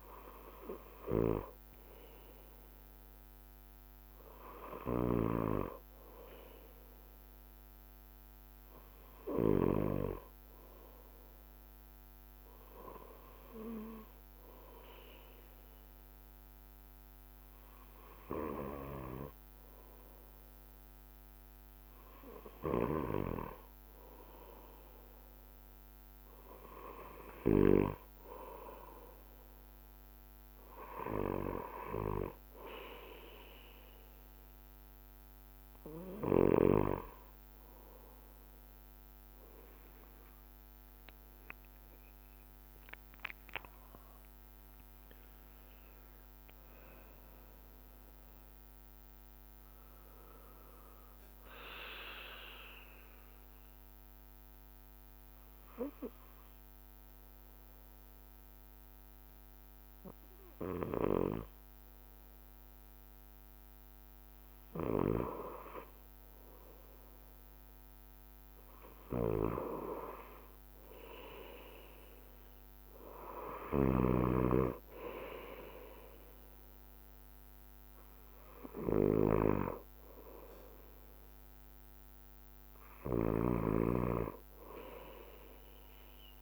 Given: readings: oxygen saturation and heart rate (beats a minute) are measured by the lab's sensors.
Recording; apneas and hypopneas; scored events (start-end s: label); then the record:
breathing in sleep by a microphone on the trachea; 2
0.00-86.41 s: bradycardia (device-marked)
12.50-24.00 s: hypopnea (oxygen 91% before, 89% lowest)
13.50-14.50 s: drop in pulse transit time (device-marked)
21.50-23.50 s: long interval between heartbeats (device-marked)
26.00-29.50 s: arousal
26.50-48.50 s: drop in pulse transit time (device-marked)
30.00-32.00 s: long interval between heartbeats (device-marked)
37.50-39.50 s: long interval between heartbeats (device-marked)
42.50-46.00 s: arousal
45.00-47.00 s: long interval between heartbeats (device-marked)
49.00-51.00 s: long interval between heartbeats (device-marked)
49.50-62.00 s: obstructive apnea (oxygen 91% before, 90% lowest)
65.50-67.50 s: long interval between heartbeats (device-marked, heart rate 48 before, 54 extreme)
66.50-70.00 s: arousal
71.00-73.00 s: long interval between heartbeats (device-marked, heart rate 49 before, 36 extreme)
77.50-86.41 s: drop in pulse transit time (device-marked, heart rate 45 before, 31 extreme)
79.00-81.00 s: long interval between heartbeats (device-marked, heart rate 44 before, 31 extreme)
81.00-83.00 s: long interval between heartbeats (device-marked, heart rate 42 before, 38 extreme)
From the record:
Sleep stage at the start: N2 (light sleep); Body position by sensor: on the back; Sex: male